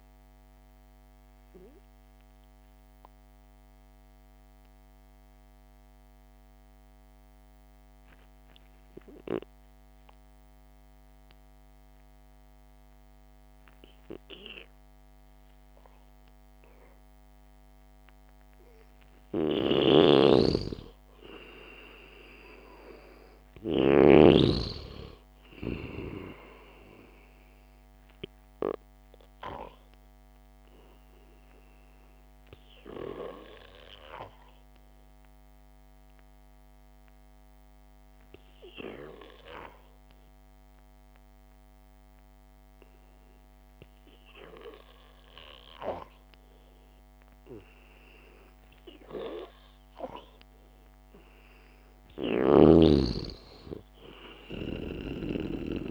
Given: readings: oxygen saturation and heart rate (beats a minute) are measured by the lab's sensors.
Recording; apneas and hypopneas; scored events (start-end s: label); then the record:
breathing in sleep by a microphone on the trachea; 2
0.00-11.00 s: oxygen desaturation (device-marked, oxygen 93% lowest, heart rate 53 extreme)
2.00-20.50 s: mixed apnea (oxygen 98% before, 93% lowest, heart rate 59 before, 53 extreme, up 1 after)
20.00-24.50 s: snoring (device-marked)
21.50-25.00 s: arousal
24.00-35.00 s: oxygen desaturation (device-marked, oxygen 99% before, 95% lowest, heart rate 63 before, 52 extreme)
30.50-49.50 s: obstructive apnea (oxygen 99% before, 93% lowest, heart rate 62 before, 52 extreme, up 0 after)
52.00-55.91 s: arousal
52.50-55.91 s: snoring (device-marked)
From the record:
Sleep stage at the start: N2 (light sleep); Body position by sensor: on the back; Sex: male